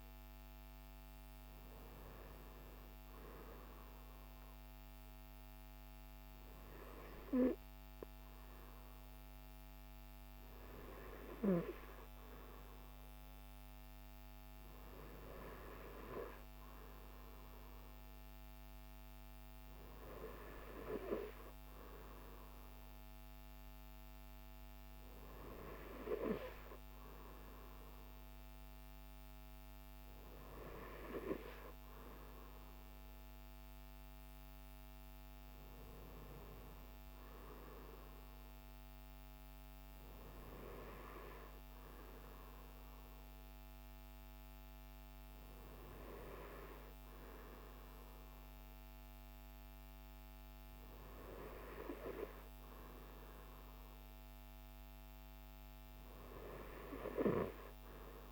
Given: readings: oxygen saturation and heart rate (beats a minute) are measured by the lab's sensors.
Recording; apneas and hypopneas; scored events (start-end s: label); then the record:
breathing in sleep by a microphone on the trachea; none
none scored
From the record:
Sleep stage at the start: N2 (light sleep); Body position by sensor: on the right side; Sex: male